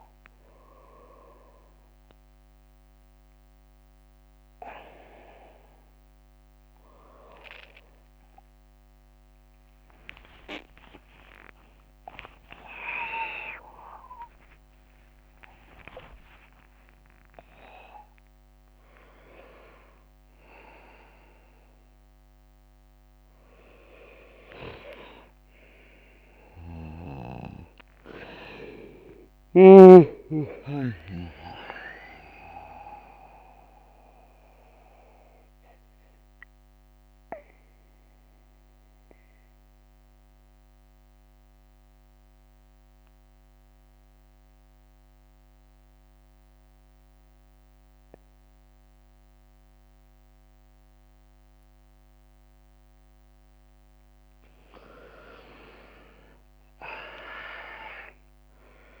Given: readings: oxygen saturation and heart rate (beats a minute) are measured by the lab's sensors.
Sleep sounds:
breathing in sleep by a microphone on the trachea; 1
0.00-3.50 s: leg movement (device-marked)
0.00-9.00 s: drop in pulse transit time (device-marked, heart rate 72 extreme)
6.00-8.50 s: leg movement (device-marked)
8.50-10.50 s: long interval between heartbeats (device-marked, heart rate 87 before, 100 extreme)
9.50-13.00 s: leg movement (device-marked)
10.50-15.00 s: arousal
17.50-21.00 s: leg movement (device-marked)
27.50-29.00 s: leg movement (device-marked)
28.00-45.00 s: drop in pulse transit time (device-marked, heart rate 79 before, 57 extreme)
32.00-53.00 s: mixed apnea (oxygen 97% before, 89% lowest, heart rate 73 before, 55 extreme, up 9 after)
37.00-45.00 s: bradycardia (device-marked, heart rate 66 before, 57 extreme)
49.00-53.00 s: bradycardia (device-marked, heart rate 67 before, 59 extreme)
55.50-59.00 s: arousal
56.50-57.50 s: leg movement (device-marked)
From the record:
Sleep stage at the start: N2 (light sleep); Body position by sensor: on the right side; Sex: male

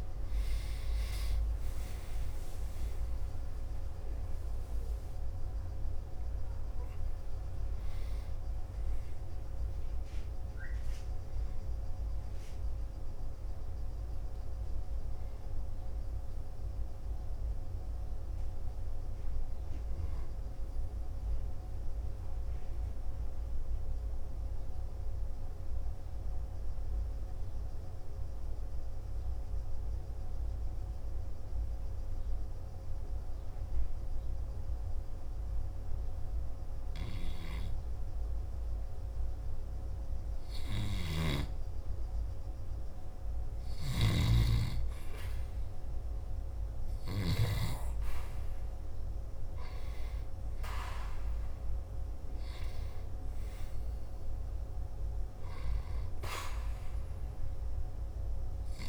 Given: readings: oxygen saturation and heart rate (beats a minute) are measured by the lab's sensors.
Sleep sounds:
breathing in sleep by a room microphone; 1
0.00-1.00 s: arousal
0.00-17.00 s: oxygen desaturation (device-marked, oxygen 94% lowest, heart rate 53 extreme)
22.50-37.00 s: obstructive apnea (oxygen 97% before, 91% lowest, heart rate 59 before, 50 extreme, up 0 after)
30.00-42.00 s: oxygen desaturation (device-marked, oxygen 96% before, 92% lowest, heart rate 58 before, 50 extreme)
44.00-47.50 s: snoring (device-marked)
46.50-51.00 s: arousal
53.00-58.89 s: oxygen desaturation (device-marked, oxygen 98% before, 91% lowest, heart rate 53 before, 47 extreme)
From the record:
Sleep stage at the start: N2 (light sleep); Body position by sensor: on the back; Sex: male

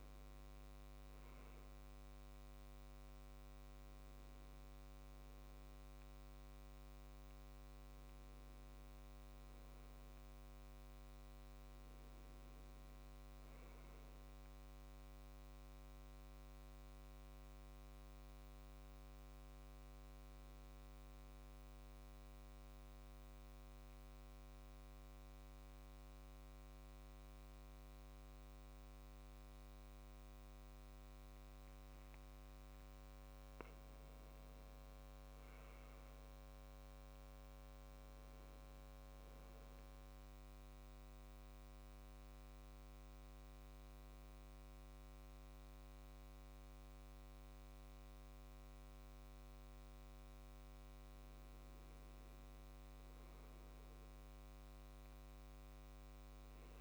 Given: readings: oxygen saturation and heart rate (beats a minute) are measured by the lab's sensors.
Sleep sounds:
breathing in sleep, hard to hear, by a microphone on the trachea; 2
0.00-9.50 s: oxygen desaturation (device-marked, oxygen 88% lowest, heart rate 65 extreme)
13.50-17.00 s: arousal
21.00-33.00 s: central apnea (oxygen 98% before, 93% lowest, heart rate 71 before, 65 extreme, up 6 after)
34.50-56.50 s: oxygen desaturation (device-marked, oxygen 98% before, 93% lowest, heart rate 68 before, 65 extreme)
35.00-37.50 s: arousal
40.00-51.00 s: obstructive apnea (oxygen 98% before, 93% lowest, heart rate 68 before, 65 extreme, up 5 after)
From the record:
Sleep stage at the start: N2 (light sleep); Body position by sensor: on the left side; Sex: male

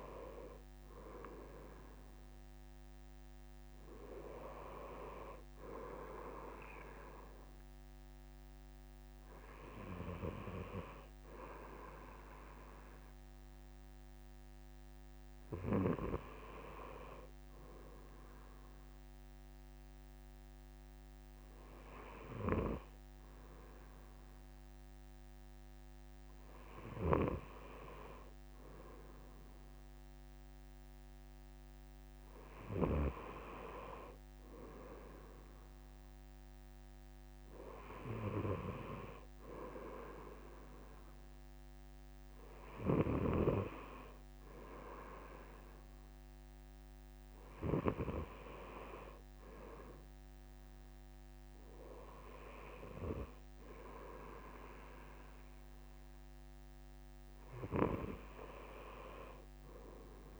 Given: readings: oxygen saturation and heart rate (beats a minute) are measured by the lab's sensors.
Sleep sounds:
breathing in sleep by a microphone on the trachea; none
none scored
From the record:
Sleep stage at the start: N2 (light sleep); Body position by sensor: on the right side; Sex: male

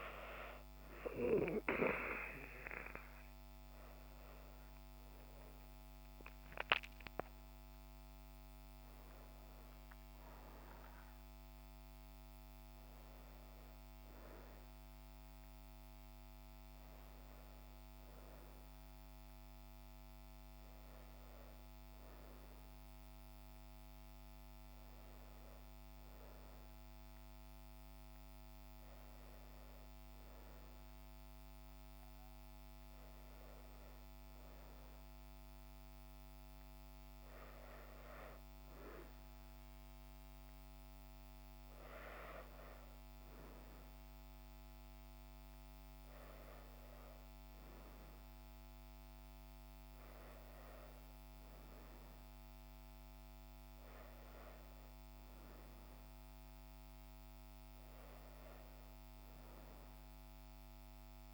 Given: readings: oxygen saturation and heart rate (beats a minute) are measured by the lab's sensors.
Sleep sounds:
breathing in sleep by a microphone on the trachea; none
none scored
From the record:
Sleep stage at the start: N2 (light sleep); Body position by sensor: on the back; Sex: female

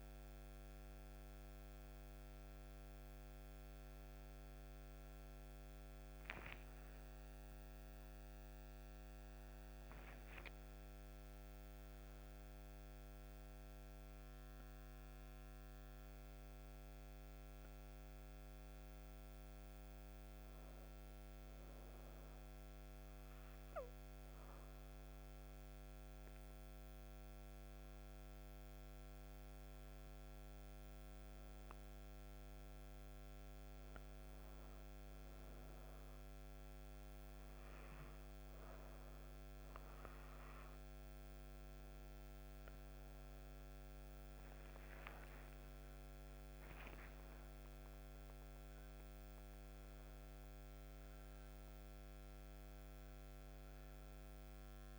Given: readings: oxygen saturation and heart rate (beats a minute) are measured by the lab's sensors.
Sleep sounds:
breathing in sleep, hard to hear, by a microphone on the trachea; 1
0.00-16.50 s: oxygen desaturation (device-marked, oxygen 90% lowest, heart rate 58 extreme)
21.50-32.00 s: obstructive apnea (oxygen 97% before, 92% lowest, heart rate 87 before, 58 extreme, up 5 after)
33.50-37.00 s: arousal
39.50-54.99 s: oxygen desaturation (device-marked, oxygen 97% before, 92% lowest, heart rate 62 before, 58 extreme)
From the record:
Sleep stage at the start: N1 (lightest sleep); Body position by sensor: on the right side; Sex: female

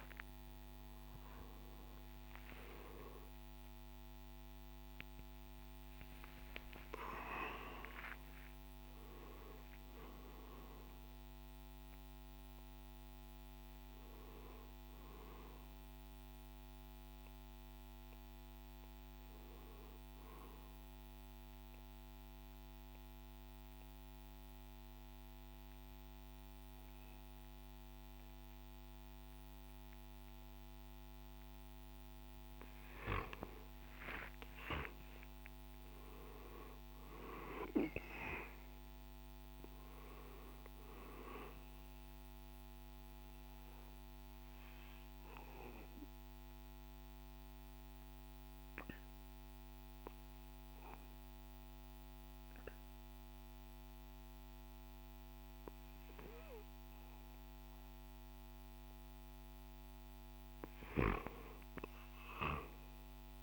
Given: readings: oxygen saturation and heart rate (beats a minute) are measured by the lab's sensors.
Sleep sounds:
a person partly awake in a sleep study, by a microphone on the trachea; 2
0.00-11.00 s: oxygen desaturation (device-marked, oxygen 89% lowest, heart rate 54 extreme)
0.00-13.00 s: drop in pulse transit time (device-marked, heart rate 73 extreme)
11.00-63.43 s: new sleep stage, N1 (lightest sleep)
13.00-24.00 s: oxygen desaturation (device-marked, oxygen 91% before, 86% lowest, heart rate 78 before, 54 extreme)
20.00-31.00 s: obstructive apnea (oxygen 95% before, 87% lowest, heart rate 76 before, 53 extreme, up 5 after)
33.50-37.50 s: arousal
42.50-58.50 s: obstructive apnea (oxygen 98% before, 91% lowest, heart rate 58 before, 51 extreme, up 5 after)
49.00-60.00 s: oxygen desaturation (device-marked, oxygen 96% before, 91% lowest, heart rate 57 before, 51 extreme)
61.50-63.43 s: arousal
From the record:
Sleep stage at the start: awake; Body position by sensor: on the back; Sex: male

